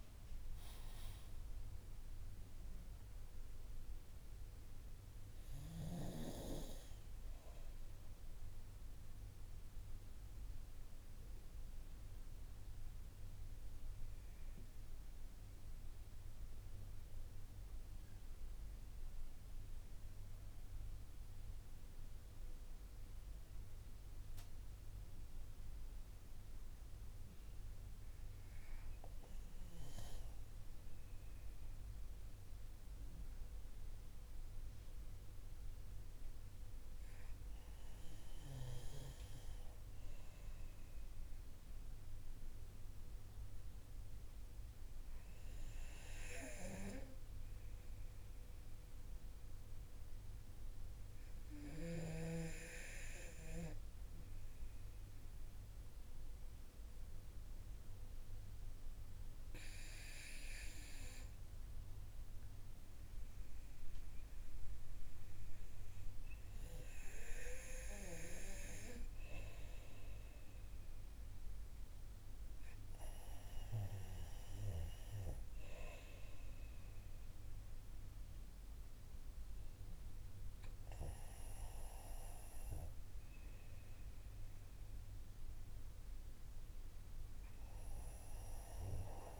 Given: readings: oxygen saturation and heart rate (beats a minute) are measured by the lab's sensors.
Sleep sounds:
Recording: breathing in sleep by a room microphone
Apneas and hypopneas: 2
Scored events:
6.50-18.50 s: oxygen desaturation (device-marked, oxygen 94% before, 89% lowest)
8.50-29.00 s: central apnea (oxygen 96% before, 89% lowest)
32.00-37.00 s: arousal
41.50-57.50 s: oxygen desaturation (device-marked, oxygen 98% before, 95% lowest)
49.00-67.50 s: obstructive apnea (oxygen 99% before, 87% lowest)
69.50-74.00 s: arousal
74.50-89.40 s: new sleep stage, REM sleep
From the record:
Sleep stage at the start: N2 (light sleep)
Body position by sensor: on the back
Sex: male

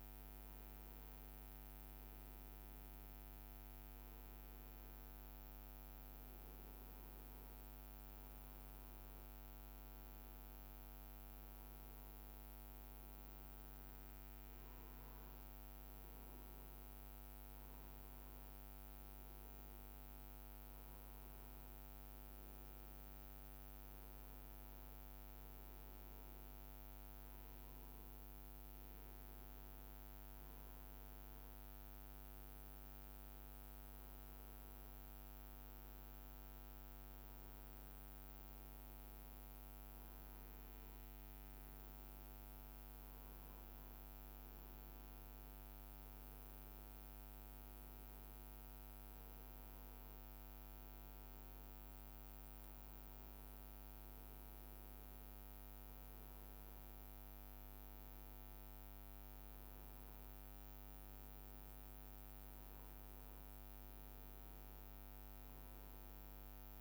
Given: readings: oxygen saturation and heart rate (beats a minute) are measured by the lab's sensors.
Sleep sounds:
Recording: breathing in sleep, hard to hear, by a microphone on the trachea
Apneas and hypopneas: none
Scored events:
0.50-66.81 s: new sleep stage, N2 (light sleep)
From the record:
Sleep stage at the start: N1 (lightest sleep)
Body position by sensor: on the right side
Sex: male

